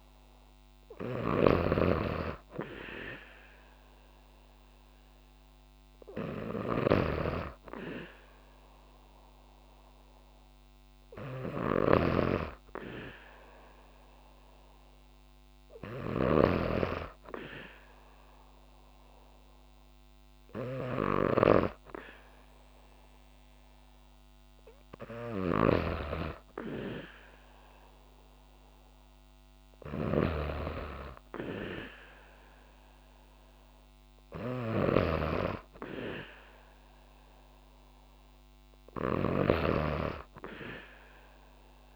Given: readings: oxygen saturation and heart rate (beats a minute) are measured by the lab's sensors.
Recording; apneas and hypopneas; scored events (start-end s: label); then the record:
breathing in sleep by a microphone on the trachea; none
0.00-41.96 s: snoring (device-marked)
From the record:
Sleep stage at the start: N2 (light sleep); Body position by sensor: on the back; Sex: female